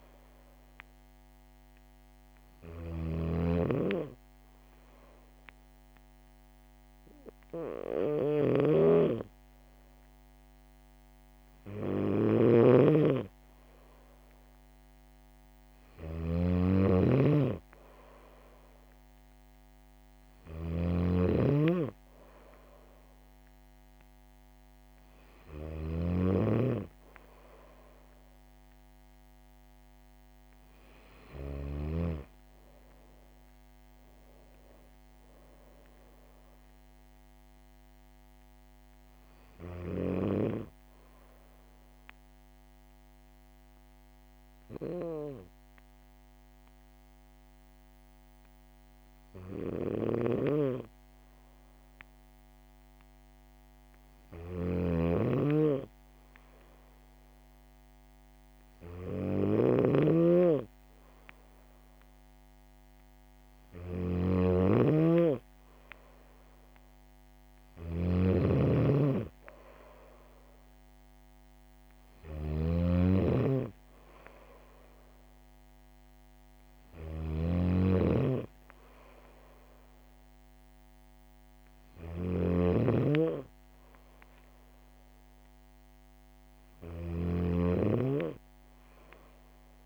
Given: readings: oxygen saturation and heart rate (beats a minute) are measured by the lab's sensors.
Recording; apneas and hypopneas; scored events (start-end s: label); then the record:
breathing in sleep by a microphone on the trachea; 1
0.00-26.00 s: snoring (device-marked)
34.00-37.50 s: arousal
41.50-56.50 s: hypopnea (oxygen 97% before, 95% lowest, heart rate 67 before, 63 extreme, up 4 after)
49.50-89.86 s: snoring (device-marked)
58.00-61.00 s: arousal
From the record:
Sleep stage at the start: N2 (light sleep); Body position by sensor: on the back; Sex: female